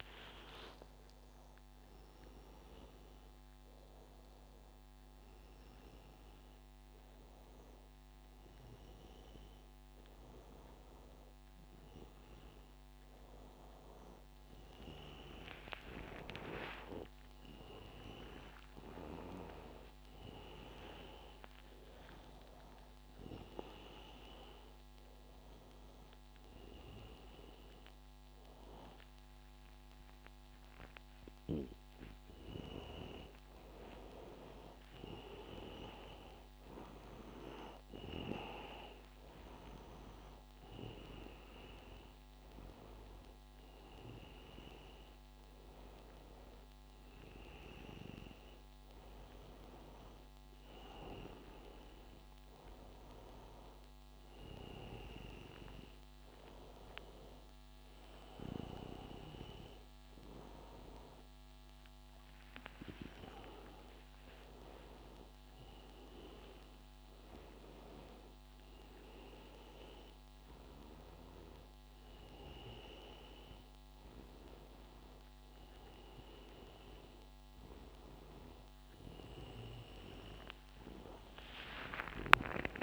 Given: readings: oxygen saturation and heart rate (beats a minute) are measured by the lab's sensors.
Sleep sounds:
breathing in sleep by a microphone on the trachea; none
none scored
From the record:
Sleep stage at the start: N1 (lightest sleep); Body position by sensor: on the back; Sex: male

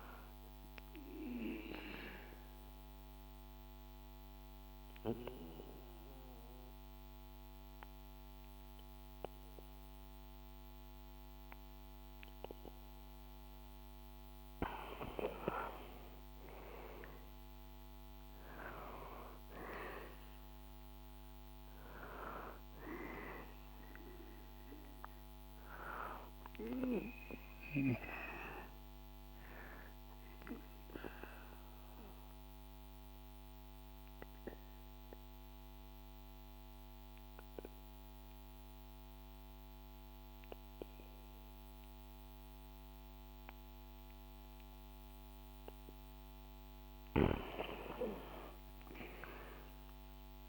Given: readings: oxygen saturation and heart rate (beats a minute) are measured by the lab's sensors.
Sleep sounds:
breathing in sleep by a microphone on the trachea; 2
0.50-13.50 s: obstructive apnea (oxygen 96% before, 93% lowest, heart rate 68 before, 65 extreme, up 5 after)
14.50-19.00 s: arousal
30.50-44.50 s: obstructive apnea (oxygen 97% before, 92% lowest, heart rate 68 before, 61 extreme, up 4 after)
46.00-49.50 s: arousal
From the record:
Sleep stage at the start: N2 (light sleep); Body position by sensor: on the back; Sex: male

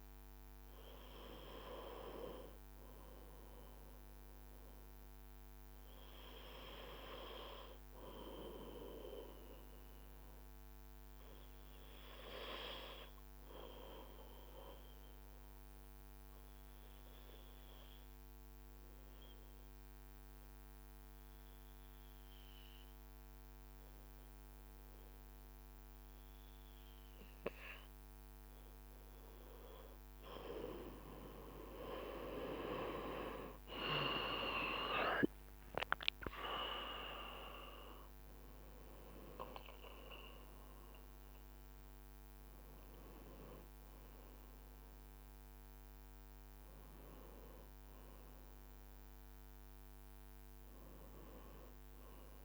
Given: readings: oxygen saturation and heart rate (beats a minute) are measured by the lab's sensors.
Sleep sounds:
breathing in sleep by a microphone on the trachea; 1
0.00-3.50 s: arousal
12.50-27.50 s: obstructive apnea (oxygen 97% before, 94% lowest, heart rate 54 before, 51 extreme, up 5 after)
29.50-35.00 s: arousal
32.00-39.00 s: leg movement (device-marked)
From the record:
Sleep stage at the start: N2 (light sleep); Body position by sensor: on the back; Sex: male

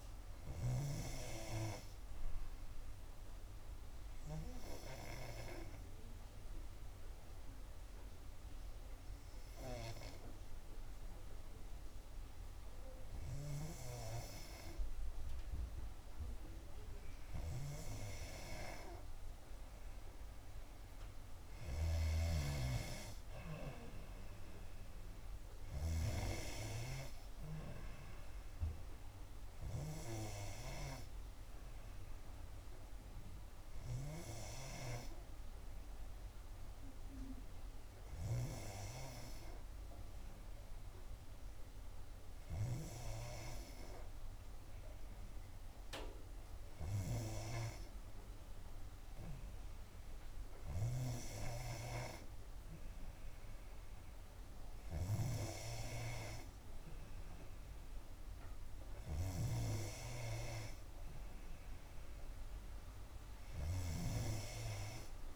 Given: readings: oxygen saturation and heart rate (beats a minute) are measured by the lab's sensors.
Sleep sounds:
breathing in sleep by a room microphone; 2
3.00-20.00 s: obstructive apnea (oxygen 95% before, 90% lowest, heart rate 62 before, 62 extreme, up 4 after)
20.00-24.50 s: arousal
22.50-24.50 s: long interval between heartbeats (device-marked, heart rate 64 before, 65 extreme)
29.00-51.00 s: oxygen desaturation (device-marked, oxygen 94% before, 90% lowest, heart rate 64 before, 61 extreme)
34.00-47.50 s: obstructive apnea (oxygen 94% before, 90% lowest, heart rate 65 before, 61 extreme, up 3 after)
53.00-57.50 s: arousal
62.00-65.36 s: oxygen desaturation (device-marked, oxygen 94% before, 90% lowest, heart rate 64 before, 59 extreme)
From the record:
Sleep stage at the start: N2 (light sleep); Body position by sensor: on the back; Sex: female

